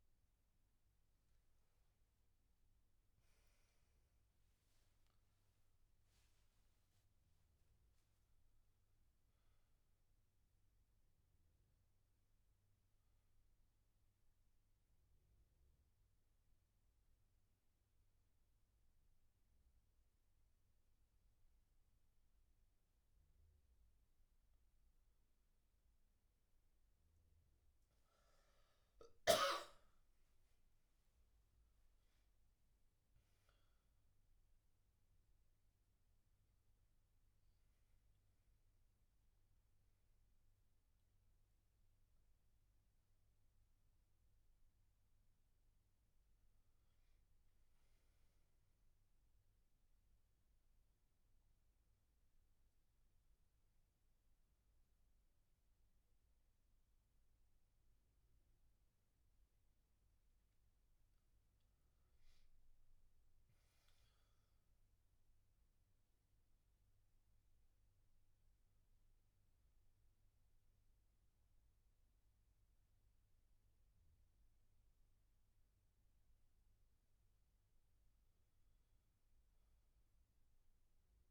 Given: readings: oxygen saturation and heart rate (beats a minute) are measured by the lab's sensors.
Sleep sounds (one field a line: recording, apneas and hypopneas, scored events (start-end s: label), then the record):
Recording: a person awake in a sleep study, hard to hear, by a room microphone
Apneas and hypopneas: none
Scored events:
2.00-5.50 s: arousal
11.00-81.31 s: new sleep stage, awake
From the record:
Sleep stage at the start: N1 (lightest sleep)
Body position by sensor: on the back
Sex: male